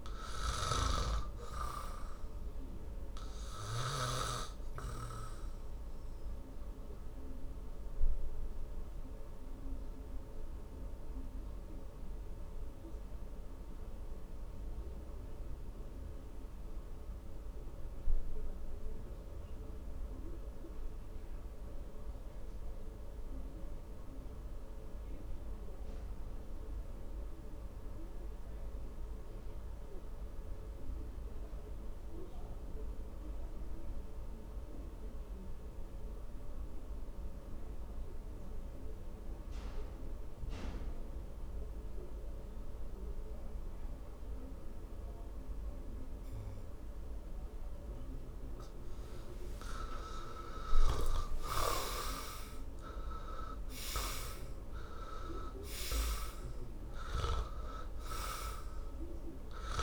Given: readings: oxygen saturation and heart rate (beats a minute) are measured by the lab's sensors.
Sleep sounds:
breathing in sleep by a room microphone; 1
0.00-4.50 s: snoring (device-marked)
5.50-50.00 s: obstructive apnea (oxygen 99% before, 77% lowest, heart rate 62 before, 49 extreme, up 18 after)
7.00-34.00 s: oxygen desaturation (device-marked, oxygen 97% before, 84% lowest, heart rate 63 before, 50 extreme)
48.00-59.82 s: oxygen desaturation (device-marked, oxygen 97% before, 77% lowest, heart rate 56 before, 50 extreme)
51.00-55.00 s: arousal
57.00-59.82 s: snoring (device-marked)
From the record:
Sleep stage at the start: N2 (light sleep); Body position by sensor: on the back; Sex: male

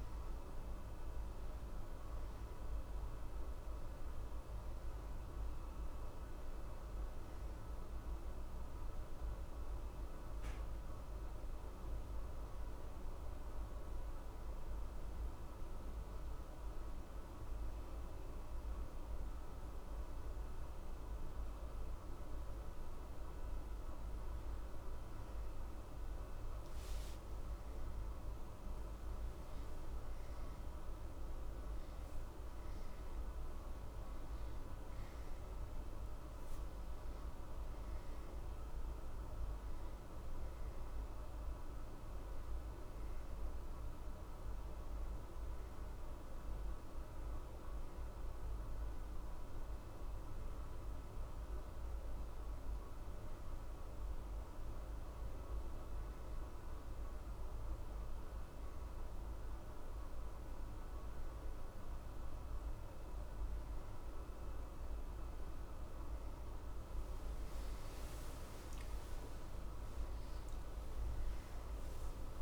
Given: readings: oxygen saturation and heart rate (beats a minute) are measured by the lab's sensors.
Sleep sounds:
breathing in sleep, hard to hear, by a room microphone; none
26.00-31.00 s: arousal
29.50-51.50 s: oxygen desaturation (device-marked, oxygen 93% before, 89% lowest, heart rate 80 before, 78 extreme)
69.50-72.42 s: arousal
From the record:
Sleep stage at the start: N1 (lightest sleep); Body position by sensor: on the back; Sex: male

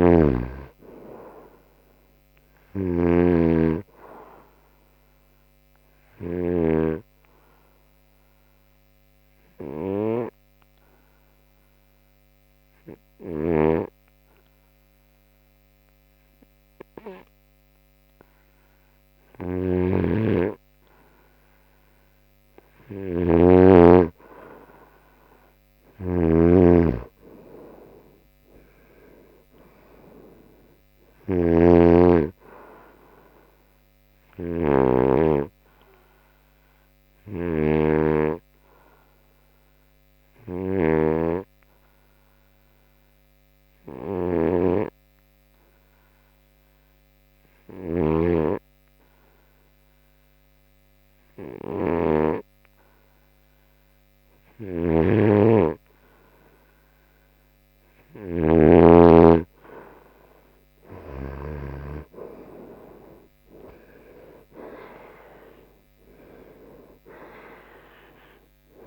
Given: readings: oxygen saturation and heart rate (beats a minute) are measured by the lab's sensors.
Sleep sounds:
breathing in sleep by a microphone on the trachea; 2
8.50-22.00 s: obstructive apnea (oxygen 97% before, 90% lowest, heart rate 75 before, 67 extreme, up 4 after)
13.50-26.50 s: oxygen desaturation (device-marked, oxygen 94% before, 90% lowest, heart rate 75 before, 67 extreme)
23.50-32.00 s: snoring (device-marked)
27.00-32.00 s: arousal
38.00-56.50 s: hypopnea (oxygen 95% before, 90% lowest, heart rate 72 before, 66 extreme, up 6 after)
47.50-60.50 s: oxygen desaturation (device-marked, oxygen 95% before, 90% lowest, heart rate 72 before, 66 extreme)
55.00-59.00 s: snoring (device-marked)
62.50-68.00 s: arousal
From the record:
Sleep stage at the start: N2 (light sleep); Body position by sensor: on the right side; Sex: male

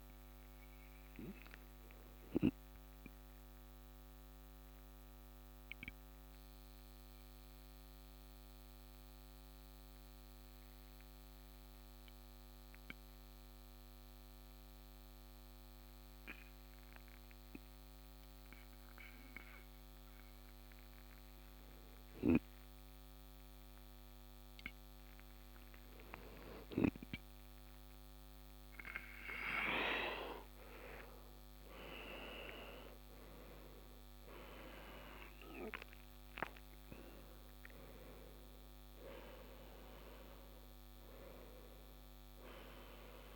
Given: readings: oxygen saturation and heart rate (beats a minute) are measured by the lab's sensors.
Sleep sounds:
breathing in sleep by a microphone on the trachea; 1
2.00-24.50 s: mixed apnea (oxygen 98% before, 91% lowest)
10.50-20.50 s: oxygen desaturation (device-marked, oxygen 95% before, 91% lowest)
28.50-33.00 s: arousal
From the record:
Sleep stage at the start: N2 (light sleep); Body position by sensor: on the back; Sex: male

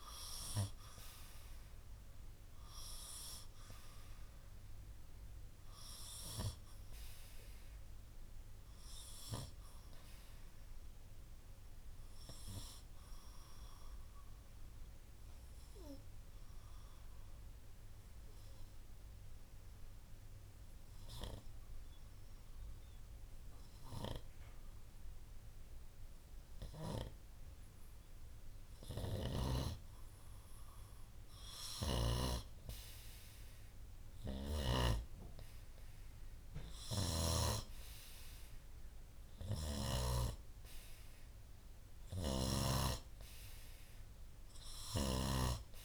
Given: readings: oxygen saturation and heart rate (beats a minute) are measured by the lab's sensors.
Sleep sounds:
breathing in sleep by a room microphone; 1
12.50-28.00 s: obstructive apnea (oxygen 92% before, 91% lowest, heart rate 63 before, 59 extreme, up 4 after)
32.00-35.50 s: arousal
37.50-45.85 s: oxygen desaturation (device-marked, oxygen 97% before, 91% lowest, heart rate 61 before, 62 extreme)
From the record:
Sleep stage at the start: N2 (light sleep); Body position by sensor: on the right side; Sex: male

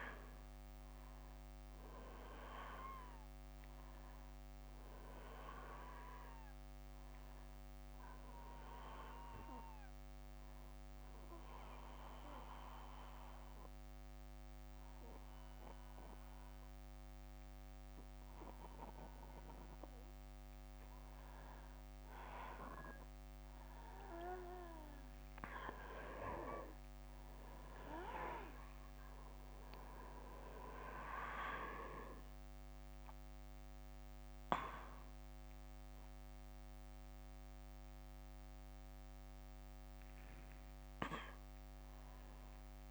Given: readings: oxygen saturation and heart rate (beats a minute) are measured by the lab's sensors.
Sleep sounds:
breathing in sleep by a microphone on the trachea; 1
2.50-5.50 s: arousal
10.50-21.00 s: obstructive apnea (oxygen 97% before, 93% lowest, heart rate 69 before, 61 extreme, up 3 after)
22.50-26.50 s: arousal
26.00-38.00 s: oxygen desaturation (device-marked, oxygen 96% before, 93% lowest, heart rate 65 before, 61 extreme)
40.50-42.91 s: arousal
From the record:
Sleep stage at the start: N2 (light sleep); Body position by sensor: on the back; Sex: male

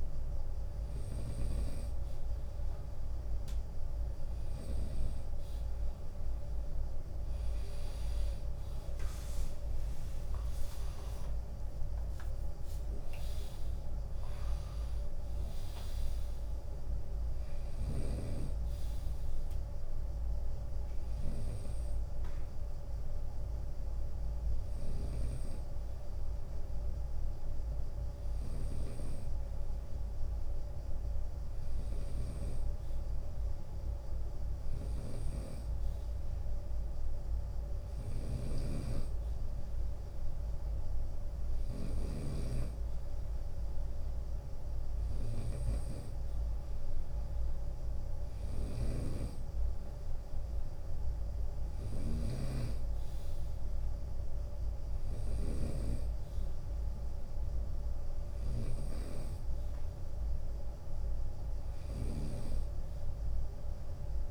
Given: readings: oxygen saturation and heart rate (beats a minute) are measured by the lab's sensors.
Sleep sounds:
breathing in sleep by a room microphone; none
6.50-22.50 s: drop in pulse transit time (device-marked, heart rate 77 before, 75 extreme)
11.00-14.50 s: arousal
37.00-64.31 s: snoring (device-marked)
From the record:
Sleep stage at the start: N2 (light sleep); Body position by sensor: on the right side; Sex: male

